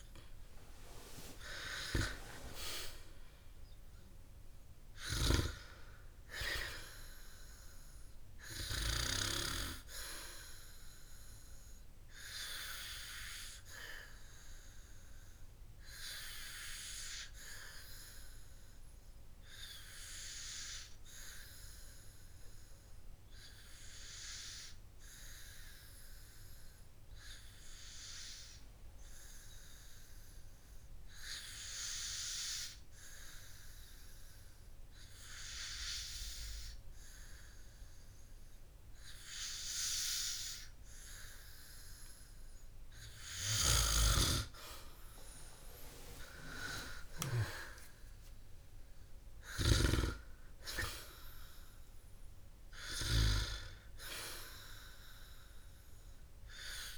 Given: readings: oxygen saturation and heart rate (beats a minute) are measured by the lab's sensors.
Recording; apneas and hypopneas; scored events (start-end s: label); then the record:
breathing in sleep by a room microphone; 1
14.00-44.00 s: hypopnea (oxygen 97% before, 92% lowest, heart rate 63 before, 50 extreme, up 11 after)
26.00-41.00 s: oxygen desaturation (device-marked, oxygen 96% before, 92% lowest, heart rate 60 before, 52 extreme)
47.00-51.00 s: arousal
From the record:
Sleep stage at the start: N2 (light sleep); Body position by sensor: on the back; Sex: male